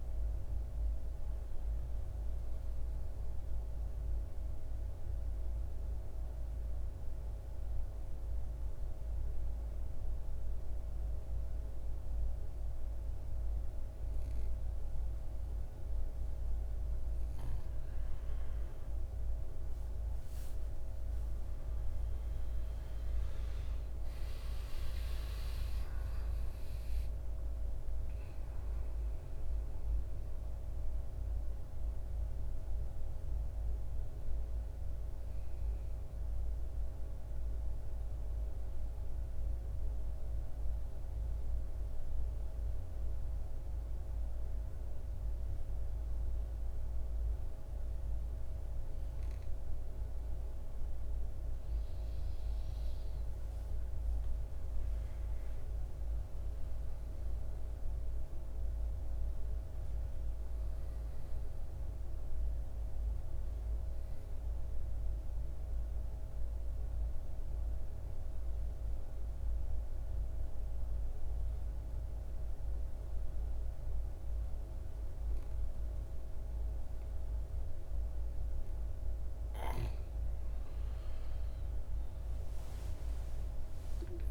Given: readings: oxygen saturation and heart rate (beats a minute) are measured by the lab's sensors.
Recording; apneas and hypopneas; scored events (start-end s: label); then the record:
breathing in sleep, hard to hear, by a room microphone; 3
2.50-16.00 s: central apnea (oxygen 97% before, 90% lowest, heart rate 60 before, 52 extreme, up 7 after)
19.00-23.00 s: arousal
23.00-51.00 s: oxygen desaturation (device-marked, oxygen 96% before, 90% lowest, heart rate 56 before, 50 extreme)
37.00-50.00 s: central apnea (oxygen 96% before, 90% lowest, heart rate 61 before, 50 extreme, up 10 after)
52.00-57.00 s: arousal
62.00-75.00 s: oxygen desaturation (device-marked, oxygen 98% before, 90% lowest, heart rate 55 before, 53 extreme)
65.00-78.00 s: central apnea (oxygen 98% before, 90% lowest, heart rate 57 before, 53 extreme, up 10 after)
82.50-84.31 s: arousal
From the record:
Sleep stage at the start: N2 (light sleep); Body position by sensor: on the back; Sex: male